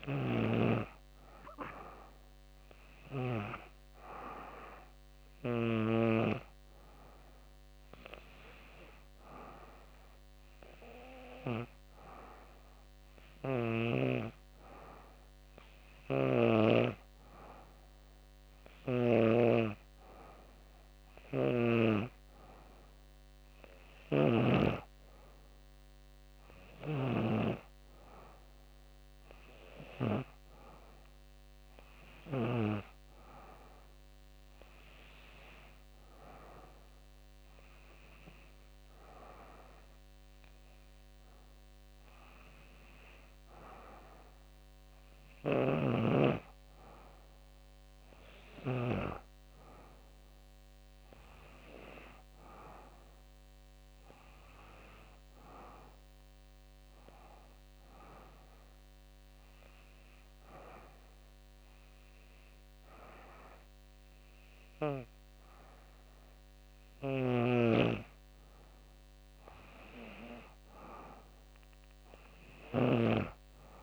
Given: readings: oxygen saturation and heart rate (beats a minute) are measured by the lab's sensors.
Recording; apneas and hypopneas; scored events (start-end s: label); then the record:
breathing in sleep by a microphone on the trachea; 1
57.00-67.50 s: hypopnea (oxygen 95% before, 93% lowest, heart rate 87 before, 86 extreme, up 4 after)
69.50-73.00 s: arousal
From the record:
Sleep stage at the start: N2 (light sleep); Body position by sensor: on the back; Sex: female